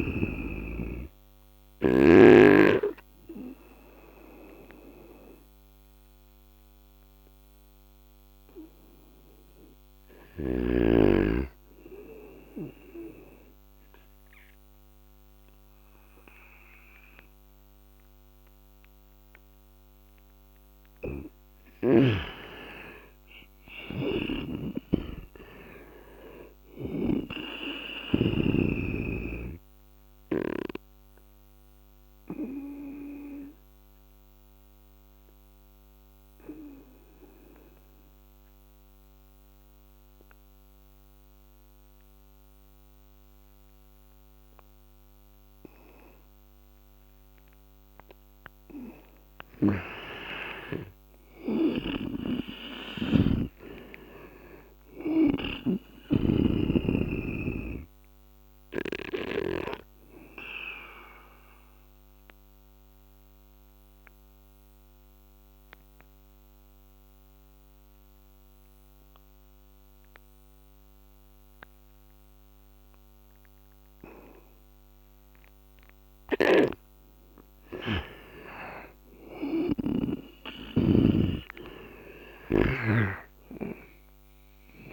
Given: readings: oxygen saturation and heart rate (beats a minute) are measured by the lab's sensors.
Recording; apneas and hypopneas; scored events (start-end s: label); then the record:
breathing in sleep by a microphone on the trachea; 3
0.00-29.50 s: oxygen desaturation (device-marked, oxygen 87% lowest, heart rate 68 extreme)
4.00-20.50 s: obstructive apnea (oxygen 98% before, 87% lowest, heart rate 74 before, 70 extreme, up 10 after)
22.00-26.00 s: arousal
23.50-27.00 s: snoring (device-marked)
29.50-47.50 s: obstructive apnea (oxygen 95% before, 88% lowest, heart rate 77 before, 68 extreme, up 9 after)
39.00-41.00 s: long interval between heartbeats (device-marked, heart rate 76 before, 73 extreme)
50.00-53.50 s: arousal
51.00-55.00 s: snoring (device-marked)
58.50-81.50 s: oxygen desaturation (device-marked, oxygen 95% before, 88% lowest, heart rate 73 before, 71 extreme)
59.50-76.00 s: obstructive apnea (oxygen 96% before, 88% lowest, heart rate 74 before, 71 extreme, up 7 after)
79.00-82.50 s: arousal
79.00-82.50 s: snoring (device-marked)
From the record:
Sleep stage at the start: N2 (light sleep); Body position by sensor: on the right side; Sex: male